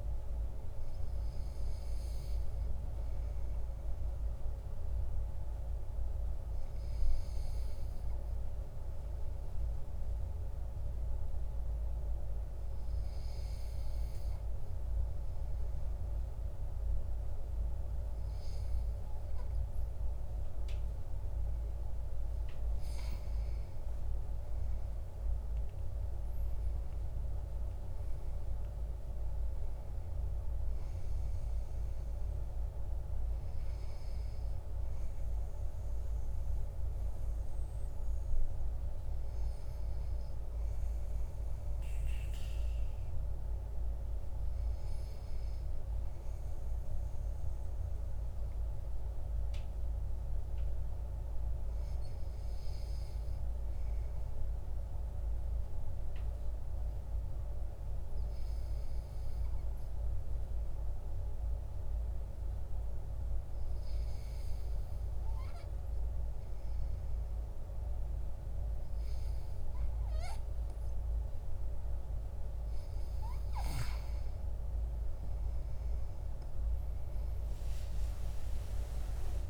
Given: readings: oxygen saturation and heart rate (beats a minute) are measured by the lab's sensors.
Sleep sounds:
breathing in sleep, hard to hear, by a room microphone; 2
1.50-20.00 s: obstructive apnea (oxygen 96% before, 94% lowest, heart rate 49 before, 42 extreme, up 14 after)
23.00-27.00 s: arousal
47.00-70.50 s: obstructive apnea (oxygen 97% before, 93% lowest, heart rate 48 before, 45 extreme, up 22 after)
70.00-79.50 s: oxygen desaturation (device-marked, oxygen 97% before, 94% lowest, heart rate 51 before, 45 extreme)
76.00-79.50 s: arousal
From the record:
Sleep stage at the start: N2 (light sleep); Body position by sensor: on the back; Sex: male

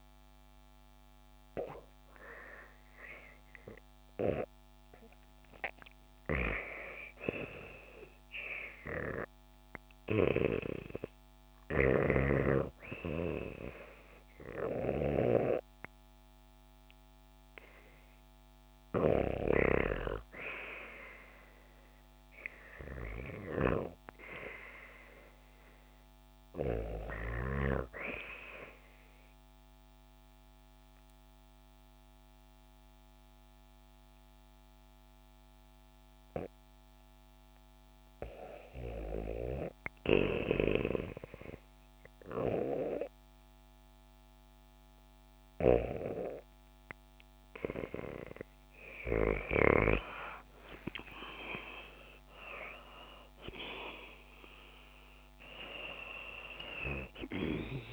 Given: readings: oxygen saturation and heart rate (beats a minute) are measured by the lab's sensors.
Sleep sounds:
breathing in sleep by a microphone on the trachea; 2
0.00-8.00 s: oxygen desaturation (device-marked, oxygen 90% lowest, heart rate 73 extreme)
8.00-18.00 s: hypopnea (oxygen 95% before, 90% lowest, heart rate 72 before, 73 extreme, up 7 after)
9.50-15.00 s: snoring (device-marked)
14.00-23.00 s: oxygen desaturation (device-marked, oxygen 93% before, 90% lowest, heart rate 75 before, 73 extreme)
21.50-24.50 s: arousal
28.00-39.00 s: obstructive apnea (oxygen 93% before, 91% lowest, heart rate 77 before, 65 extreme, up 3 after)
39.50-49.50 s: snoring (device-marked)
47.00-56.00 s: oxygen desaturation (device-marked, oxygen 94% before, 91% lowest, heart rate 76 before, 68 extreme)
49.50-54.00 s: arousal
From the record:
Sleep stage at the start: REM sleep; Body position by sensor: on the back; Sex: female

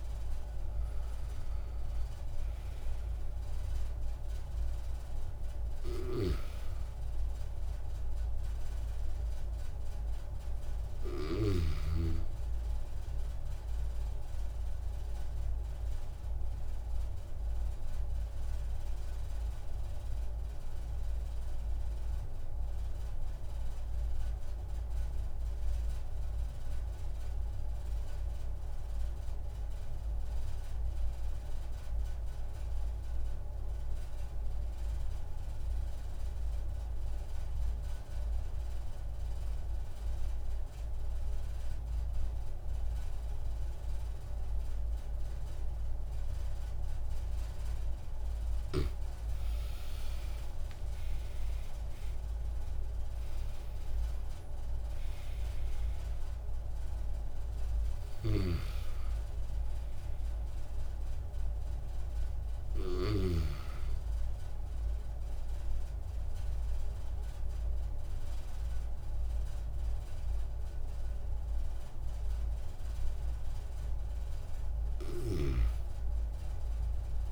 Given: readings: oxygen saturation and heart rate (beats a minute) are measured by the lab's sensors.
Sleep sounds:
breathing in sleep by a room microphone; 1
0.00-18.50 s: oxygen desaturation (device-marked, oxygen 88% lowest)
15.50-47.50 s: obstructive apnea (oxygen 94% before, 90% lowest)
37.50-73.50 s: oxygen desaturation (device-marked, oxygen 98% before, 90% lowest, heart rate 100 before, 36 extreme)
48.50-53.00 s: arousal
From the record:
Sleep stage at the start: N2 (light sleep); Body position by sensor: on the back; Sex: male

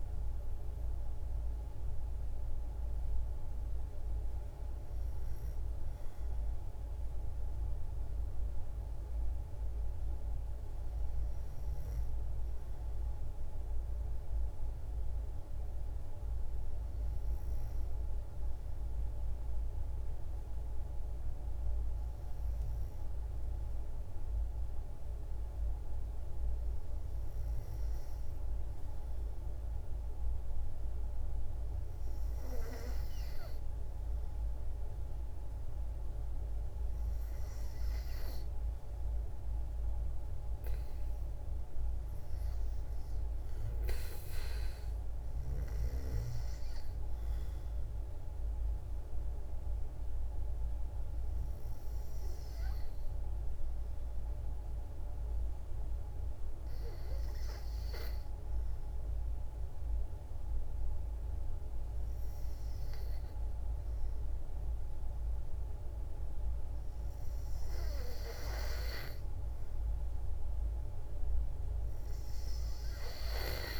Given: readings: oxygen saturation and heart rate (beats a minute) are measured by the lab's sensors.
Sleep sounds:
breathing in sleep by a room microphone; 1
0.00-15.00 s: oxygen desaturation (device-marked, oxygen 90% lowest, heart rate 55 extreme)
21.00-40.50 s: hypopnea (oxygen 97% before, 92% lowest, heart rate 56 before, 57 extreme, up 3 after)
42.50-46.50 s: arousal
From the record:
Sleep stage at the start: N2 (light sleep); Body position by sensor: on the back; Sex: female

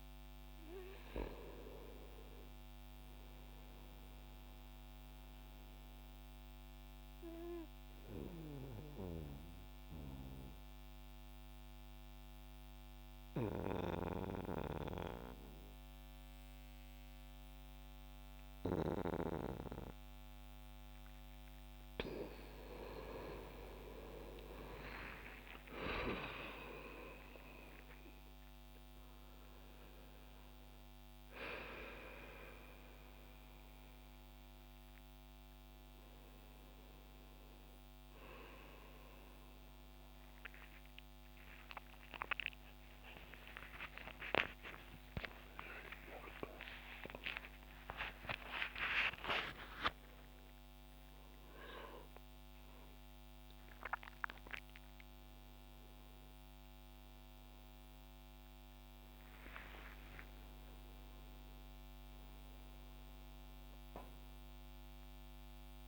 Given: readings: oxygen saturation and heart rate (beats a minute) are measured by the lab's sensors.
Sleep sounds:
a person partly awake in a sleep study, by a microphone on the trachea; 1
0.00-1.00 s: arousal
4.00-20.00 s: oxygen desaturation (device-marked, oxygen 94% before, 89% lowest, heart rate 69 before, 65 extreme)
5.50-21.50 s: obstructive apnea (oxygen 94% before, 86% lowest, heart rate 68 before, 65 extreme, up 3 after)
23.50-28.00 s: arousal
26.00-40.00 s: oxygen desaturation (device-marked, oxygen 95% before, 88% lowest, heart rate 66 before, 67 extreme)
42.00-65.88 s: new sleep stage, awake
47.00-56.00 s: oxygen desaturation (device-marked, oxygen 90% before, 86% lowest, heart rate 73 before, 65 extreme)
From the record:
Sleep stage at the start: N2 (light sleep); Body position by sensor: on the back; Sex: male

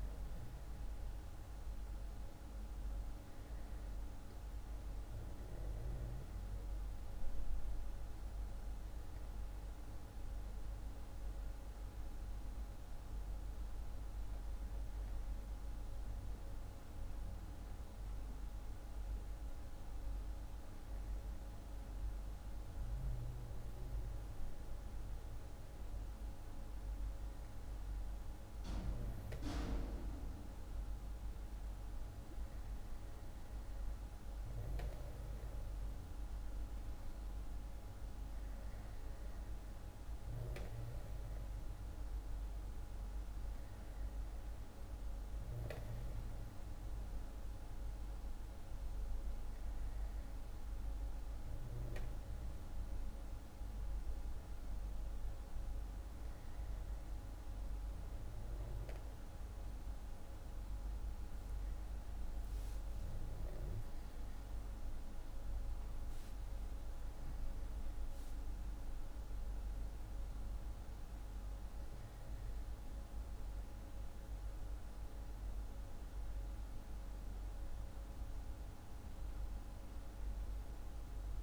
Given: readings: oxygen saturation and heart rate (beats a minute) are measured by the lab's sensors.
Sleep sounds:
breathing in sleep, hard to hear, by a room microphone; none
none scored
From the record:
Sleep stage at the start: N2 (light sleep); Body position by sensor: on the back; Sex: male

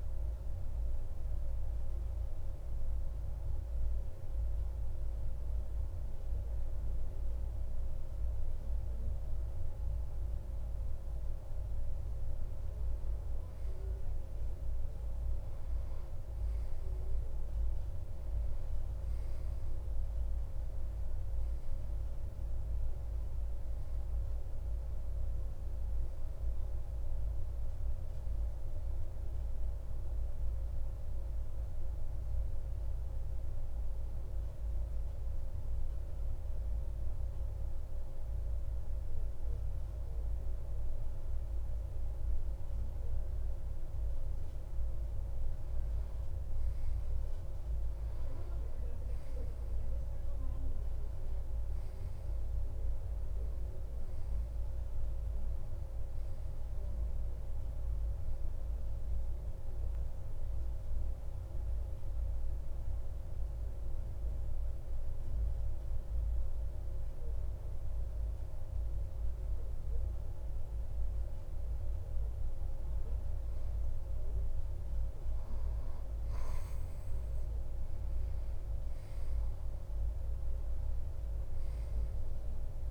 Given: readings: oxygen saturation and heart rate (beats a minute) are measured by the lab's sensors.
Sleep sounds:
breathing in sleep, hard to hear, by a room microphone; 3
0.00-9.00 s: oxygen desaturation (device-marked, oxygen 92% lowest)
1.00-12.00 s: hypopnea (oxygen 96% before, 92% lowest)
14.50-18.00 s: arousal
32.50-43.50 s: hypopnea (oxygen 95% before, 92% lowest)
46.50-50.00 s: arousal
63.00-73.50 s: obstructive apnea (oxygen 95% before, 92% lowest)
77.50-81.00 s: arousal
From the record:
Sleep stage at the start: N2 (light sleep); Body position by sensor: on the back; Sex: male

